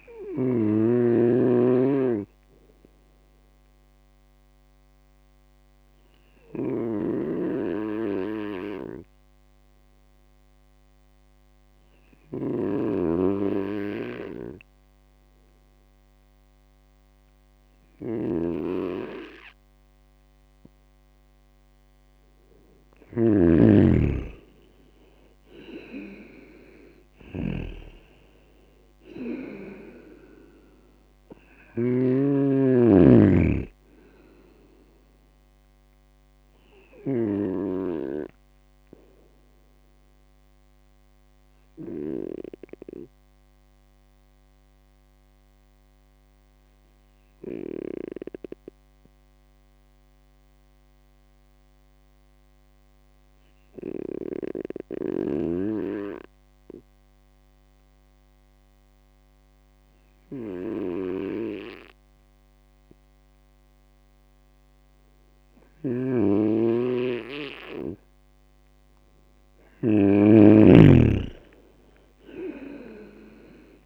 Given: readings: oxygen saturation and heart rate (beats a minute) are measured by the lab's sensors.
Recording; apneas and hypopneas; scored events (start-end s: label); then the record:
breathing in sleep by a microphone on the trachea; 2
6.50-37.50 s: snoring (device-marked)
8.00-21.50 s: hypopnea (oxygen 98% before, 96% lowest, heart rate 66 before, 58 extreme, up 6 after)
26.00-30.50 s: arousal
37.50-66.50 s: obstructive apnea (oxygen 98% before, 96% lowest, heart rate 63 before, 57 extreme, up 7 after)
65.50-70.00 s: snoring (device-marked)
69.00-73.50 s: arousal
From the record:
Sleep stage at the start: N2 (light sleep); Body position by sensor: on the right side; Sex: male